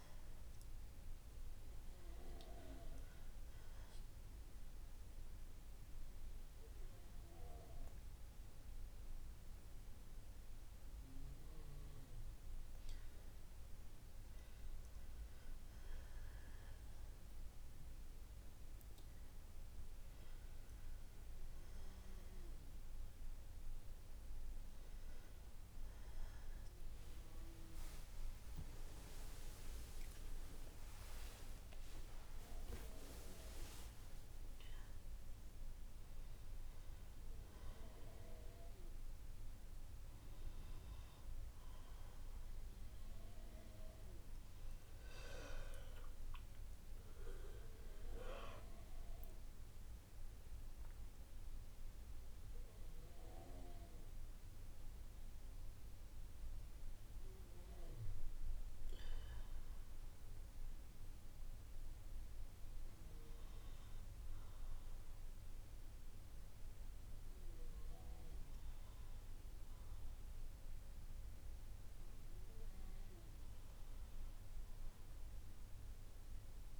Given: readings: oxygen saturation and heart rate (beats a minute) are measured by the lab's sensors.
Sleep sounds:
breathing in sleep by a room microphone; 1
0.00-3.00 s: arousal
2.00-11.00 s: oxygen desaturation (device-marked, oxygen 94% before, 90% lowest, heart rate 63 before, 62 extreme)
21.00-32.00 s: oxygen desaturation (device-marked, oxygen 94% before, 91% lowest, heart rate 63 before, 61 extreme)
29.50-36.00 s: arousal
42.00-52.00 s: oxygen desaturation (device-marked, oxygen 94% before, 91% lowest, heart rate 64 before, 58 extreme)
48.50-62.00 s: mixed apnea (oxygen 94% before, 89% lowest, heart rate 64 before, 58 extreme, up 3 after)
64.00-69.00 s: arousal
From the record:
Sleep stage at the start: N2 (light sleep); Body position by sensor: on the right side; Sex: female

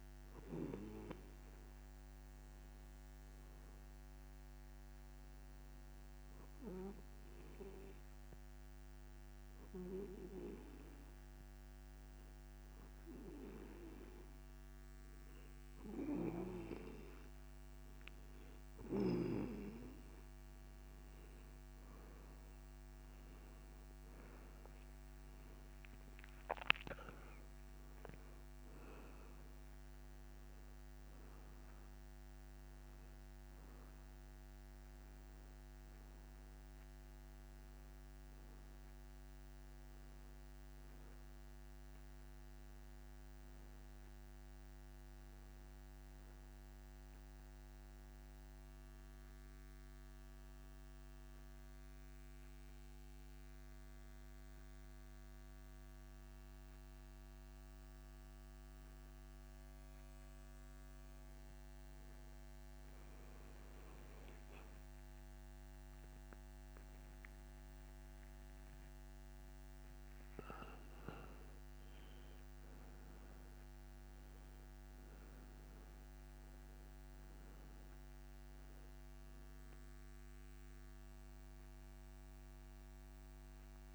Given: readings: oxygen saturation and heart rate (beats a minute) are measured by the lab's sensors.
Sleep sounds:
breathing in sleep by a microphone on the trachea; 2
5.50-17.00 s: hypopnea (oxygen 95% before, 92% lowest)
24.50-28.50 s: arousal
50.00-61.50 s: hypopnea (oxygen 94% before, 93% lowest)
64.50-68.00 s: arousal
From the record:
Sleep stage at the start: N2 (light sleep); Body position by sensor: on the back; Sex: male

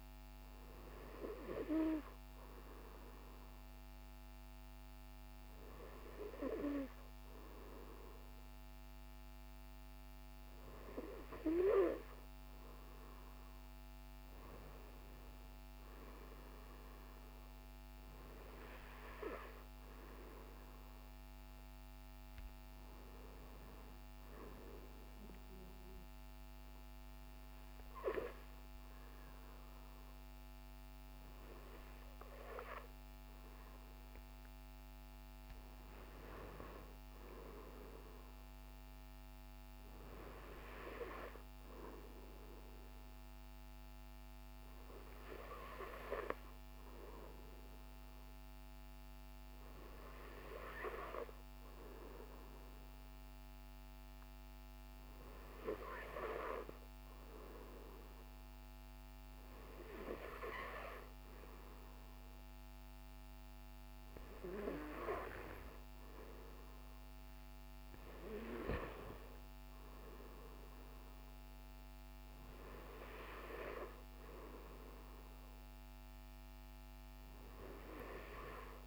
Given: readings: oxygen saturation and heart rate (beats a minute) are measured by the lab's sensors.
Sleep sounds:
breathing in sleep by a microphone on the trachea; 1
45.00-59.00 s: hypopnea (oxygen 96% before, 95% lowest, heart rate 62 before, 52 extreme, up 4 after)
61.00-64.50 s: arousal
From the record:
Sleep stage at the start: N2 (light sleep); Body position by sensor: on the right side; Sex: male

